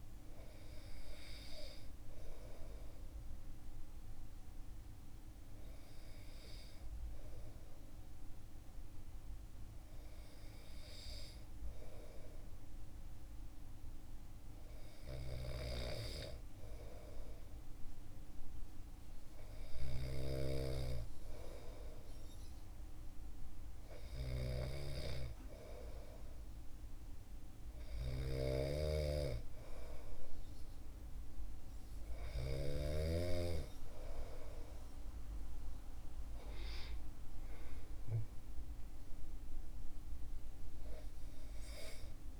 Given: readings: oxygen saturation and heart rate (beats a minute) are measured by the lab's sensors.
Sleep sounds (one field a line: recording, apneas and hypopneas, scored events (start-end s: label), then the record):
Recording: breathing in sleep by a room microphone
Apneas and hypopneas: none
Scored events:
19.50-32.50 s: snoring (device-marked)
From the record:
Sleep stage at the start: N2 (light sleep)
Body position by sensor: on the back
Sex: male